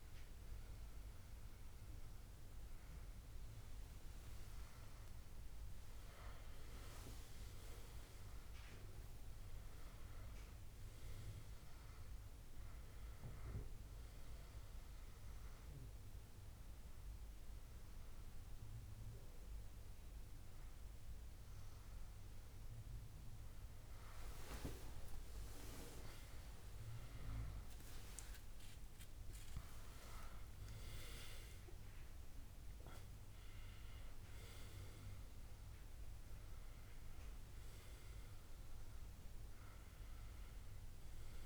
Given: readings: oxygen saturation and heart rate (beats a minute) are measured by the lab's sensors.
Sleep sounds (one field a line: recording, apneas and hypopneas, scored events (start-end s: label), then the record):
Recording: breathing in sleep by a room microphone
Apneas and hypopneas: 1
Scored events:
14.50-24.50 s: obstructive apnea (oxygen 99% before, 95% lowest, heart rate 75 before, 67 extreme, up 11 after)
26.50-29.50 s: arousal
From the record:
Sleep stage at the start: N2 (light sleep)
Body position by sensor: on the back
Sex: male